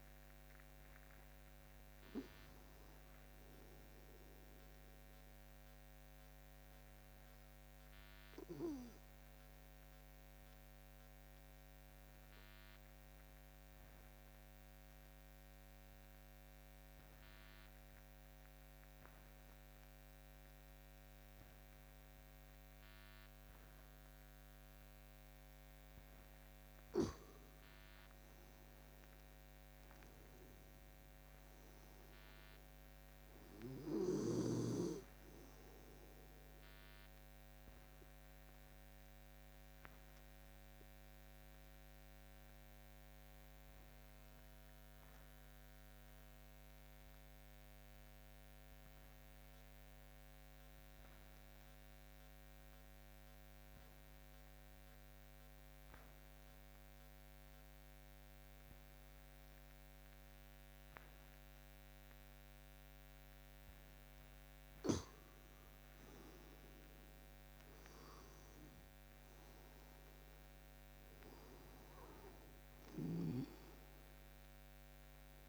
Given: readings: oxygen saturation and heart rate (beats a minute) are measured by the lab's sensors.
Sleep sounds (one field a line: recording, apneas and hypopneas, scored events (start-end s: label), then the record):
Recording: breathing in sleep by a microphone on the trachea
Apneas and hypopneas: 2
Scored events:
0.00-10.50 s: oxygen desaturation (device-marked, oxygen 92% lowest)
9.50-25.50 s: obstructive apnea (oxygen 97% before, 92% lowest)
27.00-31.00 s: arousal
31.50-54.50 s: oxygen desaturation (device-marked, oxygen 99% before, 92% lowest)
35.50-63.50 s: obstructive apnea (oxygen 100% before, 91% lowest)
66.00-69.00 s: arousal
69.50-75.49 s: oxygen desaturation (device-marked, oxygen 98% before, 91% lowest)
From the record:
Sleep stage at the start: N2 (light sleep)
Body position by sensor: on the back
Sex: male